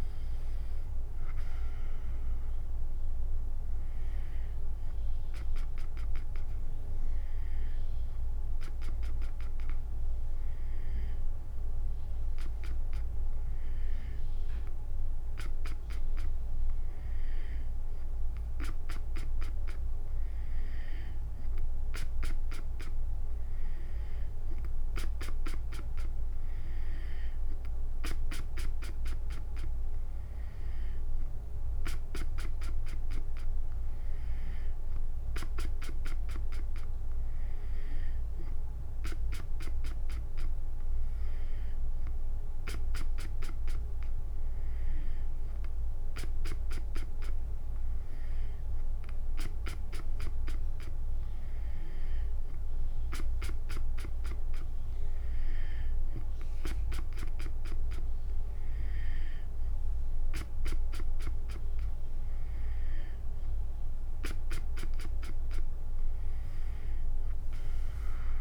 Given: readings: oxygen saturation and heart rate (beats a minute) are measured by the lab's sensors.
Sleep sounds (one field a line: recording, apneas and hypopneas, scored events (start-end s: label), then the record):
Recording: breathing in sleep by a room microphone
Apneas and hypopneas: none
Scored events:
0.00-2.50 s: arousal
From the record:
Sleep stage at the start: N2 (light sleep)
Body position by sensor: on the back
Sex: female